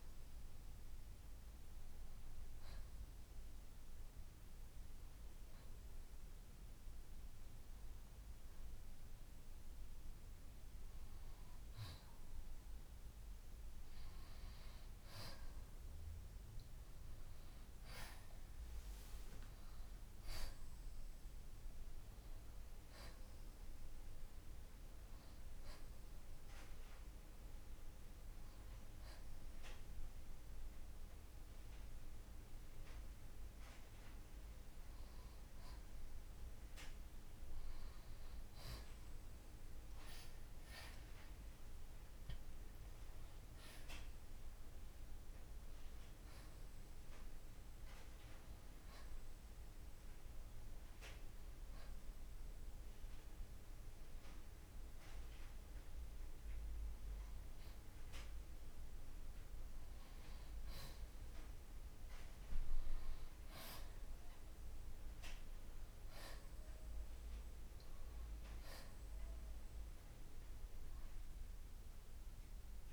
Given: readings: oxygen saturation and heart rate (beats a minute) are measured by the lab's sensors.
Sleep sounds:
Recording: breathing in sleep by a room microphone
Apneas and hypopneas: 3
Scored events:
2.00-14.00 s: hypopnea (oxygen 94% before, 88% lowest, heart rate 75 before, 67 extreme, up 7 after)
16.00-20.50 s: arousal
25.00-37.50 s: hypopnea (oxygen 94% before, 88% lowest, heart rate 71 before, 66 extreme, up 1 after)
26.50-34.50 s: oxygen desaturation (device-marked, oxygen 91% before, 88% lowest, heart rate 71 before, 68 extreme)
41.00-44.50 s: arousal
48.50-64.50 s: oxygen desaturation (device-marked, oxygen 93% before, 88% lowest, heart rate 72 before, 63 extreme)
50.00-60.00 s: hypopnea (oxygen 93% before, 88% lowest, heart rate 72 before, 63 extreme, up 2 after)
64.00-68.50 s: arousal
71.50-72.93 s: oxygen desaturation (device-marked, oxygen 93% before, 89% lowest, heart rate 70 before, 65 extreme)
From the record:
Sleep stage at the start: N2 (light sleep)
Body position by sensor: on the left side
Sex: male

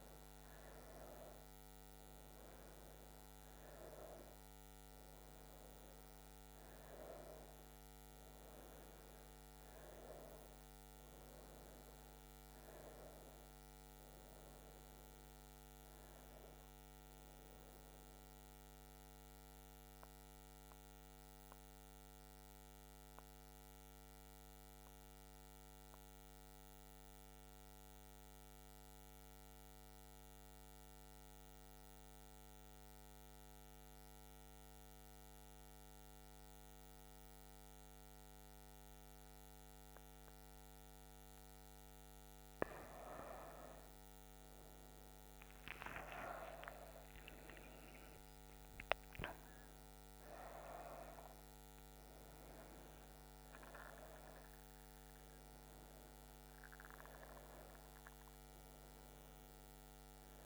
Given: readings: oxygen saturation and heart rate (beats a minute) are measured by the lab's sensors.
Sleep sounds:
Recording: breathing in sleep by a microphone on the trachea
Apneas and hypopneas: 1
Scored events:
0.00-13.50 s: oxygen desaturation (device-marked, oxygen 91% lowest, heart rate 69 extreme)
18.00-41.00 s: central apnea (oxygen 96% before, 93% lowest, heart rate 83 before, 69 extreme, up 10 after)
41.50-60.46 s: oxygen desaturation (device-marked, oxygen 98% before, 93% lowest, heart rate 72 before, 67 extreme)
45.00-50.00 s: arousal
From the record:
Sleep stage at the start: N2 (light sleep)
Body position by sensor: on the right side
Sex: female

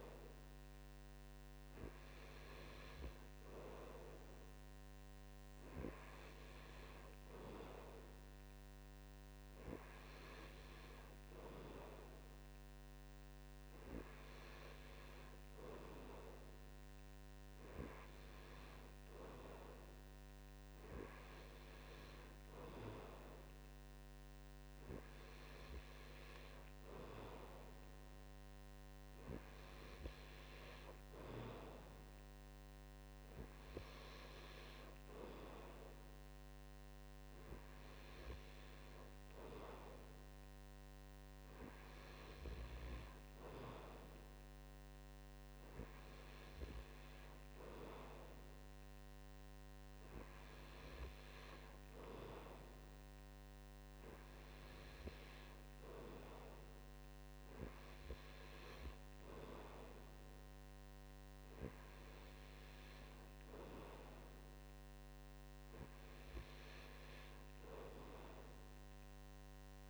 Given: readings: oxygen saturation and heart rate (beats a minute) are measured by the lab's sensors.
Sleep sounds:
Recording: breathing in sleep by a microphone on the trachea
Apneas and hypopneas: none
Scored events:
none scored
From the record:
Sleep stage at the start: N2 (light sleep)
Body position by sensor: on the right side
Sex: male

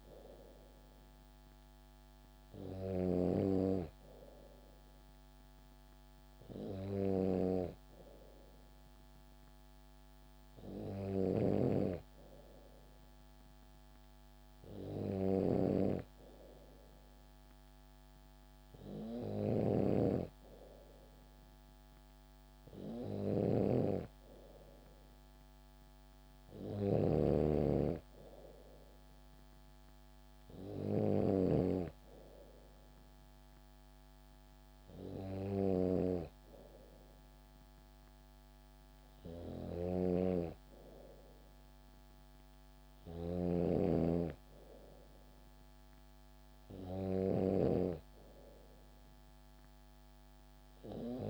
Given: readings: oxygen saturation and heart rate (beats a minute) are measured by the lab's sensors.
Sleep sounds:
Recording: breathing in sleep by a microphone on the trachea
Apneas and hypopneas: none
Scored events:
19.00-35.50 s: snoring (device-marked)
From the record:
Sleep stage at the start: N2 (light sleep)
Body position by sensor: on the back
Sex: female

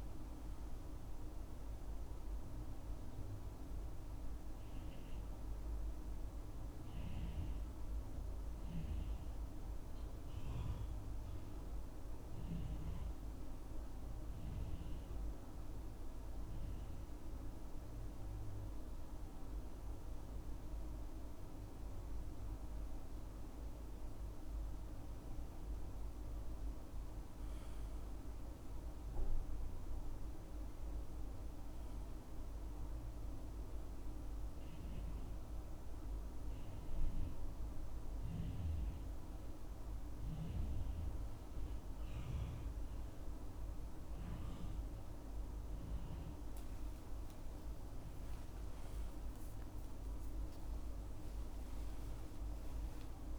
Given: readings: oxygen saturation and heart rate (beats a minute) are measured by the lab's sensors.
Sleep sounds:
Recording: breathing in sleep, hard to hear, by a room microphone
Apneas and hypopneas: 1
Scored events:
11.50-26.00 s: obstructive apnea (oxygen 99% before, 93% lowest, heart rate 70 before, 64 extreme, up 4 after)
51.50-53.39 s: arousal
From the record:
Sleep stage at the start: N2 (light sleep)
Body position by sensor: on the back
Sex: male

